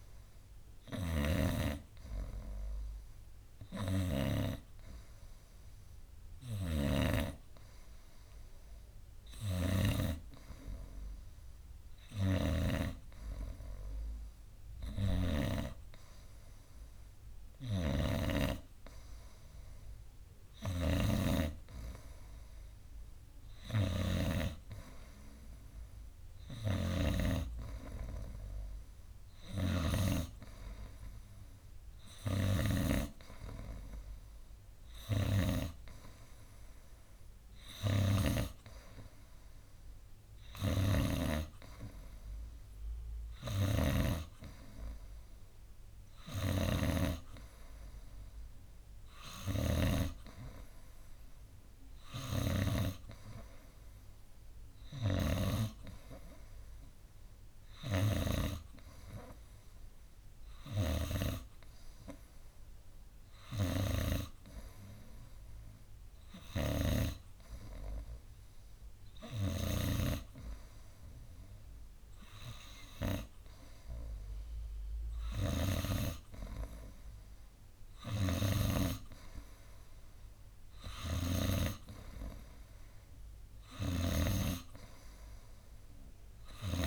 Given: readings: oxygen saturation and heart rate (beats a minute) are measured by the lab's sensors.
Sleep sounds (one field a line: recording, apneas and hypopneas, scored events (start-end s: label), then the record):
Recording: breathing in sleep by a room microphone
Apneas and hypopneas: none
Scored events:
1.00-7.50 s: snoring (device-marked)
9.50-27.50 s: snoring (device-marked)
29.50-36.00 s: snoring (device-marked)
38.00-41.50 s: snoring (device-marked)
43.50-50.00 s: snoring (device-marked)
84.00-86.87 s: snoring (device-marked)
From the record:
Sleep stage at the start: N3 (deep sleep)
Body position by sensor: on the right side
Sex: male